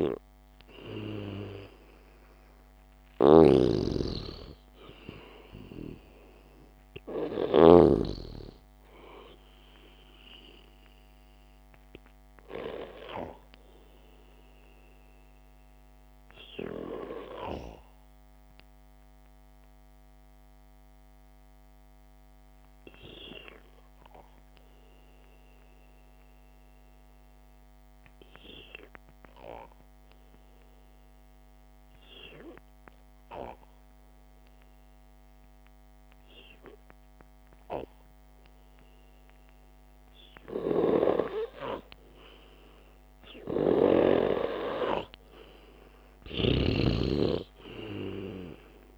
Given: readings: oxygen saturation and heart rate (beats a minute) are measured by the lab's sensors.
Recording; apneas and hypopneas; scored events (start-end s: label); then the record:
breathing in sleep by a microphone on the trachea; 1
0.00-1.00 s: arousal
0.00-8.00 s: snoring (device-marked)
6.50-31.50 s: oxygen desaturation (device-marked, oxygen 97% before, 92% lowest, heart rate 58 before, 52 extreme)
14.50-41.50 s: hypopnea (oxygen 99% before, 92% lowest, heart rate 56 before, 52 extreme, up 1 after)
46.50-48.98 s: snoring (device-marked)
From the record:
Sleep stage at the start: N2 (light sleep); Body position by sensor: on the back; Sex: male